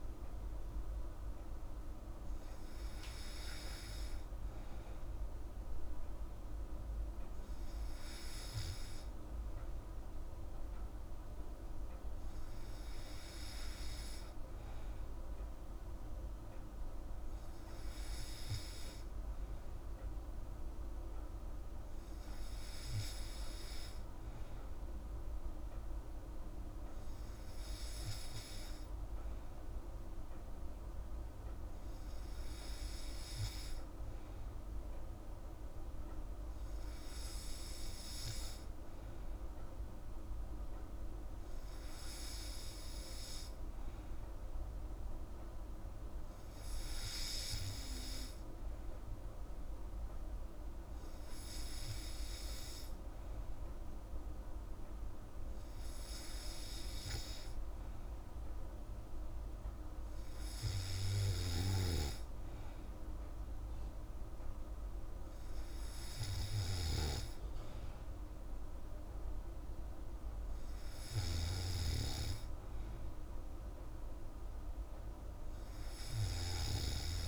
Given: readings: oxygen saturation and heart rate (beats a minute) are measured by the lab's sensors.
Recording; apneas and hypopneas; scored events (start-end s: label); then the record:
breathing in sleep by a room microphone; none
none scored
From the record:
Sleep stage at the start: N3 (deep sleep); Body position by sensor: on the back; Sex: female